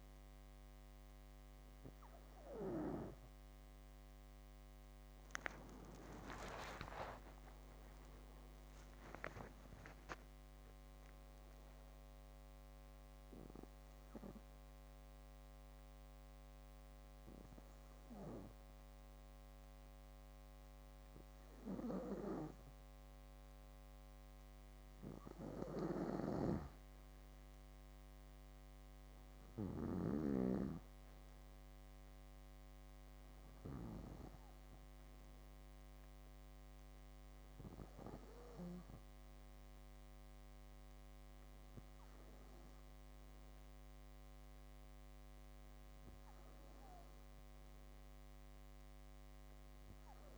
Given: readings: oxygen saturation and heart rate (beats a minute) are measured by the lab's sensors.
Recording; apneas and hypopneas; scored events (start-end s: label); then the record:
breathing in sleep by a microphone on the trachea; none
6.00-8.00 s: long interval between heartbeats (device-marked, heart rate 62 before, 74 extreme)
16.00-18.00 s: bradycardia (device-marked, heart rate 64 before, 62 extreme)
25.50-30.00 s: snoring (device-marked)
From the record:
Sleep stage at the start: N2 (light sleep); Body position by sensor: on the back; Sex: female